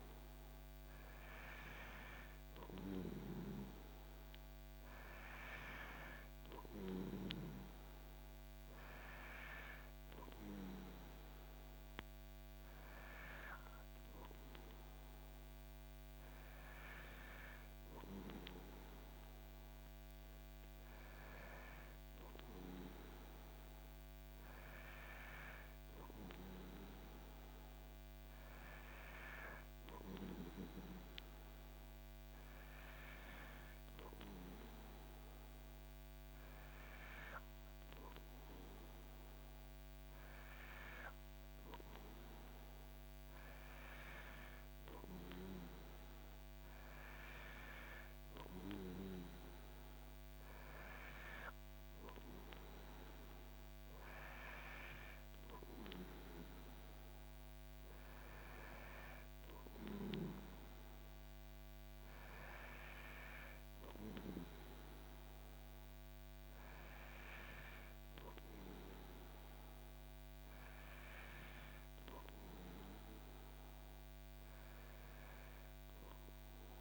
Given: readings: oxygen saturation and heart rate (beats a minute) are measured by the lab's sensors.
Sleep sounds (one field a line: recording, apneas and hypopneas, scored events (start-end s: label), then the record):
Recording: breathing in sleep by a microphone on the trachea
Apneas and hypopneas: none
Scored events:
none scored
From the record:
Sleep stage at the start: N2 (light sleep)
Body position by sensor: on the back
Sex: male